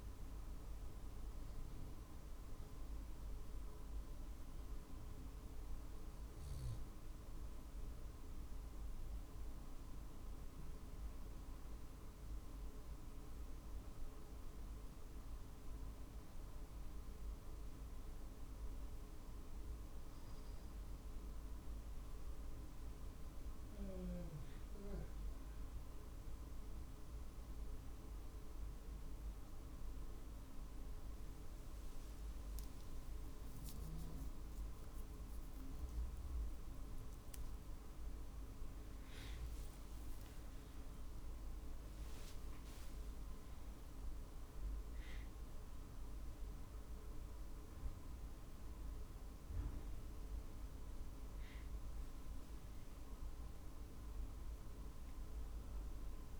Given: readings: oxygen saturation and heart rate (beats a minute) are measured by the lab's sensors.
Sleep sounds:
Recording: a person partly awake in a sleep study, hard to hear, by a room microphone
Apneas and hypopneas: none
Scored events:
0.00-7.50 s: drop in pulse transit time (device-marked, heart rate 48 extreme)
32.50-56.40 s: new sleep stage, awake
38.50-40.50 s: long interval between heartbeats (device-marked, heart rate 50 before, 61 extreme)
41.00-43.00 s: long interval between heartbeats (device-marked, heart rate 51 before, 68 extreme)
From the record:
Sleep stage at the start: N2 (light sleep)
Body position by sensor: on the right side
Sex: male

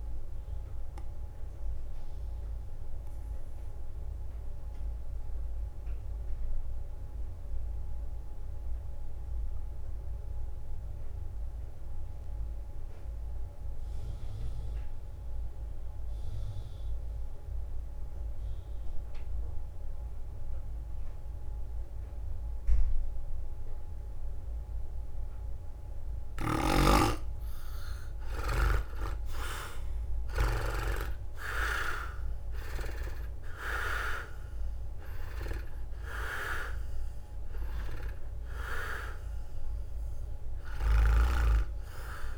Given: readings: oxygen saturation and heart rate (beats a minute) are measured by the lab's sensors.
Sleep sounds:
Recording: breathing in sleep by a room microphone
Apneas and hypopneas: 1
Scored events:
0.00-3.50 s: drop in pulse transit time (device-marked, heart rate 54 extreme)
1.00-25.00 s: obstructive apnea (oxygen 100% before, 86% lowest, heart rate 58 before, 52 extreme, up 17 after)
26.50-42.38 s: oxygen desaturation (device-marked, oxygen 97% before, 86% lowest, heart rate 54 before, 54 extreme)
27.50-31.50 s: arousal
29.50-42.38 s: drop in pulse transit time (device-marked, heart rate 55 before, 59 extreme)
From the record:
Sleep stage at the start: N2 (light sleep)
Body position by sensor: on the right side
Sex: male

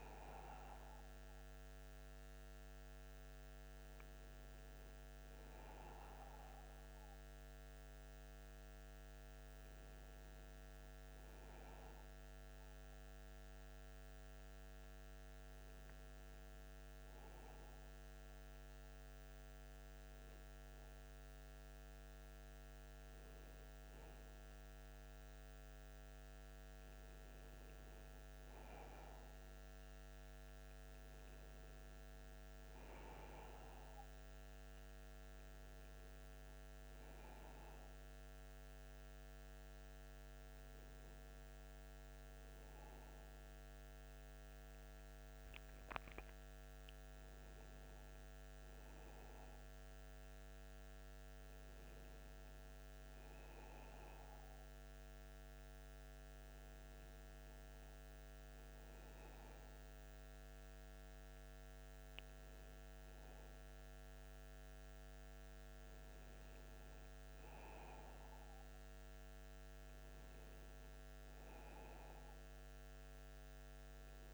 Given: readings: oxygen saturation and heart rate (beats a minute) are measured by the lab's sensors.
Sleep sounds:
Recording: breathing in sleep, hard to hear, by a microphone on the trachea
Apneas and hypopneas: none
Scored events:
none scored
From the record:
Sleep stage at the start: N2 (light sleep)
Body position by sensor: on the back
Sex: male

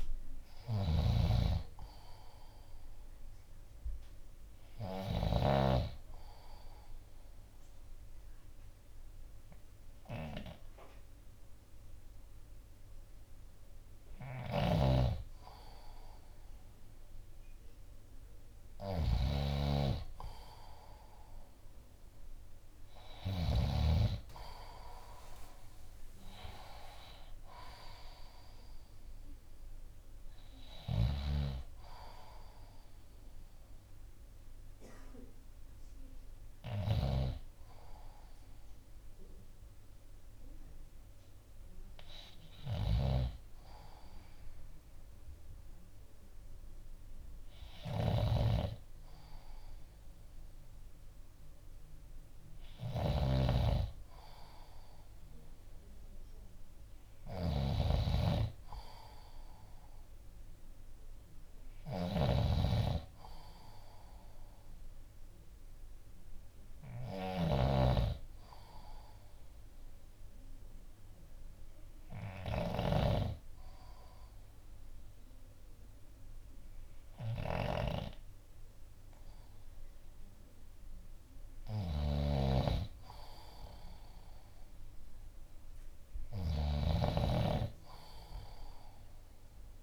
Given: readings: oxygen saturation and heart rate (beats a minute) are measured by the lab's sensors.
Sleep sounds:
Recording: breathing in sleep by a room microphone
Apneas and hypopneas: 2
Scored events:
0.00-5.50 s: snoring (device-marked)
0.00-6.00 s: oxygen desaturation (device-marked, oxygen 92% lowest, heart rate 58 extreme)
3.00-14.00 s: obstructive apnea (oxygen 97% before, 91% lowest, heart rate 59 before, 56 extreme, up 1 after)
14.00-23.50 s: snoring (device-marked)
21.50-26.00 s: arousal
28.00-46.00 s: oxygen desaturation (device-marked, oxygen 94% before, 91% lowest, heart rate 59 before, 56 extreme)
30.50-89.83 s: snoring (device-marked)
35.00-47.50 s: hypopnea (oxygen 94% before, 91% lowest, heart rate 61 before, 56 extreme, up 1 after)
49.50-54.00 s: arousal
59.00-79.00 s: oxygen desaturation (device-marked, oxygen 96% before, 92% lowest, heart rate 57 before, 56 extreme)
From the record:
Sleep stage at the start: N2 (light sleep)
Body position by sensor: on the left side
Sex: male

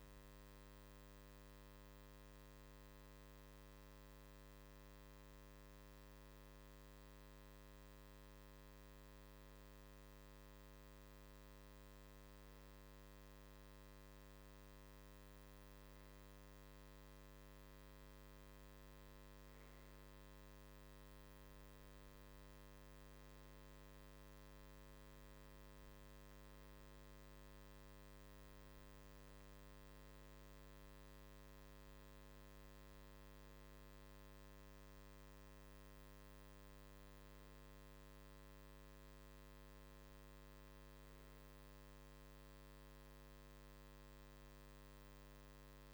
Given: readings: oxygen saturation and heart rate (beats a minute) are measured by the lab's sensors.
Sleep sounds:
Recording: breathing in sleep, hard to hear, by a microphone on the trachea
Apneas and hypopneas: none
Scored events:
none scored
From the record:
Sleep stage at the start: REM sleep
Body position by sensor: on the right side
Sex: male

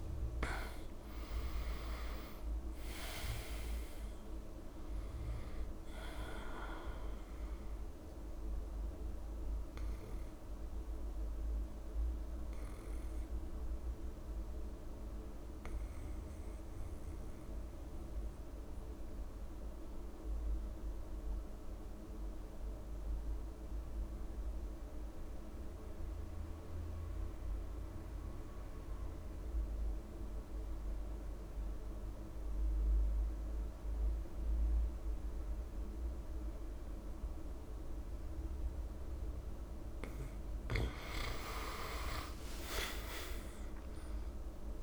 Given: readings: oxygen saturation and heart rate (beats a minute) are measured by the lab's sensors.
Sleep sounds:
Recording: breathing in sleep by a room microphone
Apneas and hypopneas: 1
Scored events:
0.00-1.50 s: arousal
0.00-20.50 s: oxygen desaturation (device-marked, oxygen 83% lowest)
9.50-39.50 s: mixed apnea (oxygen 98% before, 83% lowest)
34.50-44.83 s: oxygen desaturation (device-marked, oxygen 99% before, 85% lowest)
41.50-44.83 s: arousal
From the record:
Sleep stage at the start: N2 (light sleep)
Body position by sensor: on the back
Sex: male

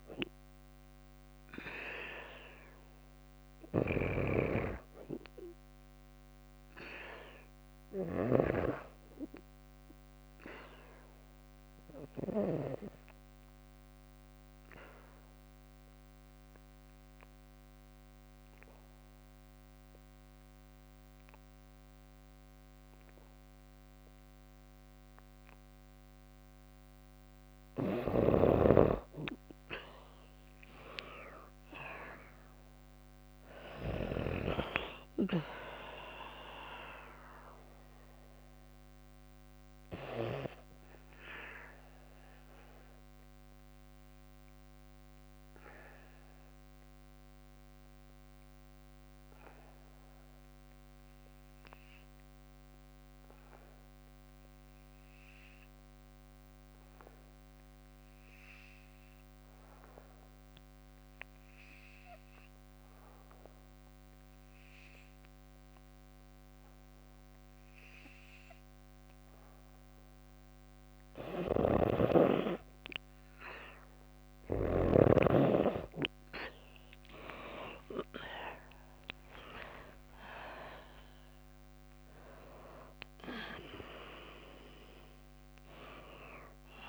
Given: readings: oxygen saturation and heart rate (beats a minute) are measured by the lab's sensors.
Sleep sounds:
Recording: breathing in sleep by a microphone on the trachea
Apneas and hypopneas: 2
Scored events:
0.00-7.50 s: snoring (device-marked)
0.00-10.00 s: oxygen desaturation (device-marked, oxygen 88% lowest, heart rate 55 extreme)
9.50-25.00 s: obstructive apnea (oxygen 97% before, 86% lowest, heart rate 58 before, 56 extreme, up 3 after)
30.00-34.00 s: arousal
30.00-59.00 s: oxygen desaturation (device-marked, oxygen 97% before, 92% lowest, heart rate 58 before, 56 extreme)
40.50-69.00 s: obstructive apnea (oxygen 98% before, 84% lowest, heart rate 59 before, 56 extreme, up 4 after)
72.00-86.89 s: oxygen desaturation (device-marked, oxygen 98% before, 84% lowest, heart rate 57 before, 55 extreme)
76.00-82.00 s: arousal
From the record:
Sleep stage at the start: N2 (light sleep)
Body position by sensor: on the back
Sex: female

